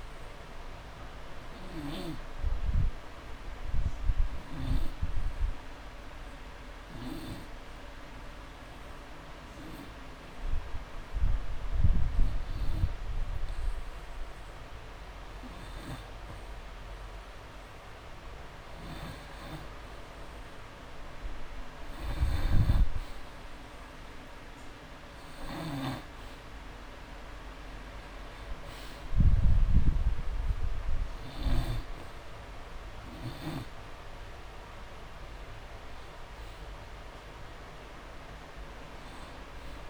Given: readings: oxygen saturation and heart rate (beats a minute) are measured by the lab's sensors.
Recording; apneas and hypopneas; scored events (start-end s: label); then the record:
breathing in sleep by a room microphone; 1
0.50-17.50 s: oxygen desaturation (device-marked, oxygen 97% before, 88% lowest)
2.00-15.50 s: obstructive apnea (oxygen 97% before, 88% lowest)
19.50-23.00 s: arousal
29.50-39.90 s: oxygen desaturation (device-marked, oxygen 97% before, 90% lowest)
From the record:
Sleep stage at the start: N2 (light sleep); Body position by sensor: on the back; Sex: male